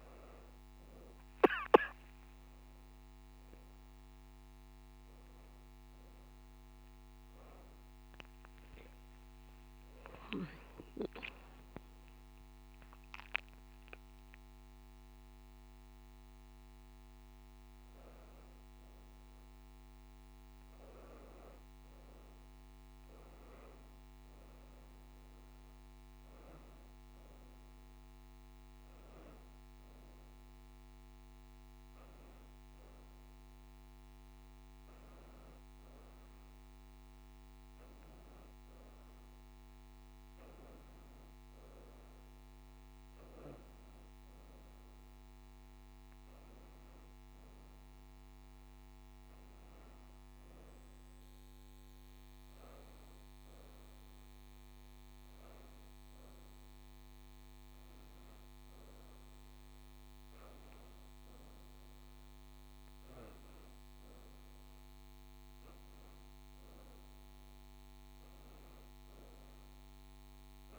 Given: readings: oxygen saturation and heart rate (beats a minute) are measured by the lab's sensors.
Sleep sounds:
breathing in sleep, hard to hear, by a microphone on the trachea; none
0.00-1.50 s: oxygen desaturation (device-marked, oxygen 91% lowest, heart rate 83 extreme)
2.00-7.00 s: arousal
43.50-56.50 s: oxygen desaturation (device-marked, oxygen 95% before, 92% lowest, heart rate 85 before, 84 extreme)
From the record:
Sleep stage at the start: N1 (lightest sleep); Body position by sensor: on the back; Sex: female

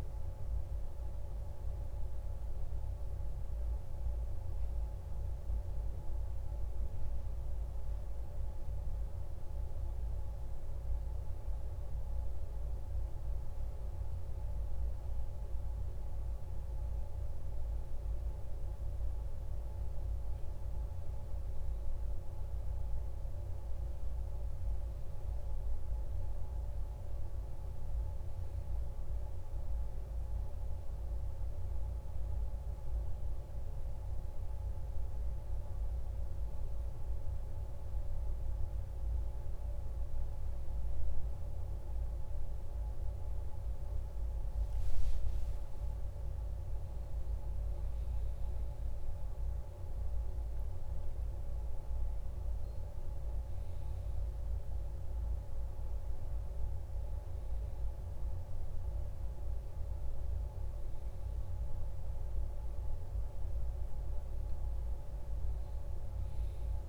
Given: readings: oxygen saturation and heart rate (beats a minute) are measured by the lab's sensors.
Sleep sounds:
a person partly awake in a sleep study, hard to hear, by a room microphone; none
50.00-66.88 s: new sleep stage, awake
From the record:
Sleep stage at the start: N1 (lightest sleep); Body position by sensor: on the back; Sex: male

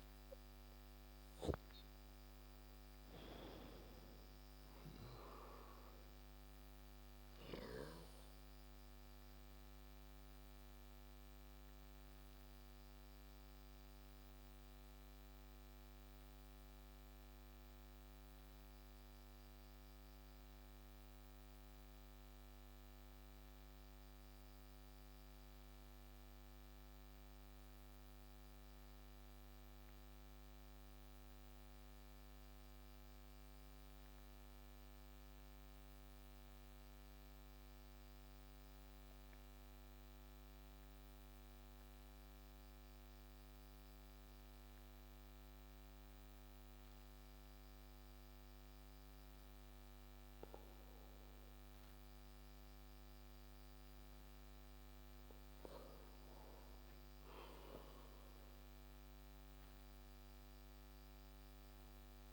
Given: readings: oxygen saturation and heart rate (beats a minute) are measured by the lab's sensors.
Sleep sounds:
breathing in sleep, hard to hear, by a microphone on the trachea; 1
7.50-54.00 s: obstructive apnea (oxygen 96% before, 91% lowest)
56.00-60.00 s: arousal
From the record:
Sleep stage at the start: N2 (light sleep); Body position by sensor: on the back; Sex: male

